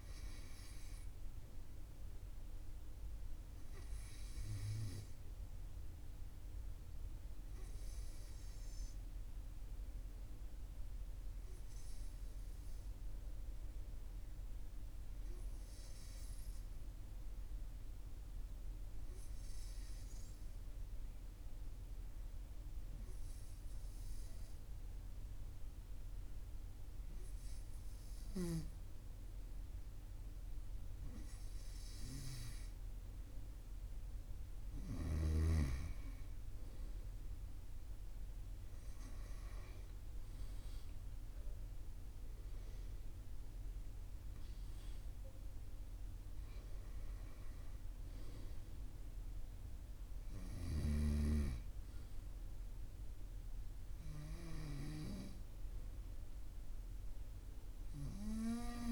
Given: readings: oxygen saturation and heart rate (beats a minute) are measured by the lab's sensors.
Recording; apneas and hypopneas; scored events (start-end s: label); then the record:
breathing in sleep by a room microphone; 1
14.50-33.00 s: obstructive apnea (oxygen 97% before, 96% lowest, heart rate 43 before, 42 extreme, up 3 after)
36.00-40.50 s: arousal
From the record:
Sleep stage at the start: N2 (light sleep); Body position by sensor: on the right side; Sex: male